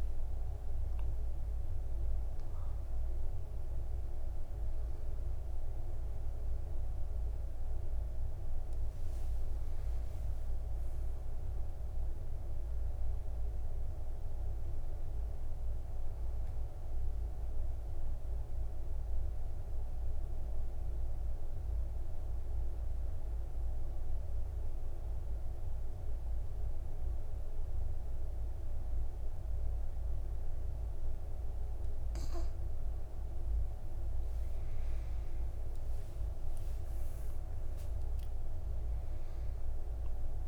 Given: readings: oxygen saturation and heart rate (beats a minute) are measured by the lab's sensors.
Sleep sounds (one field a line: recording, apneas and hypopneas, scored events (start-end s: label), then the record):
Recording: breathing in sleep, hard to hear, by a room microphone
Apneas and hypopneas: 1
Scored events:
0.00-9.00 s: oxygen desaturation (device-marked, oxygen 94% lowest, heart rate 53 extreme)
10.50-14.00 s: arousal
18.00-32.00 s: central apnea (oxygen 98% before, 93% lowest, heart rate 72 before, 53 extreme, up 19 after)
37.00-40.48 s: arousal
From the record:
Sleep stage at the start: N2 (light sleep)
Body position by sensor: on the back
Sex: male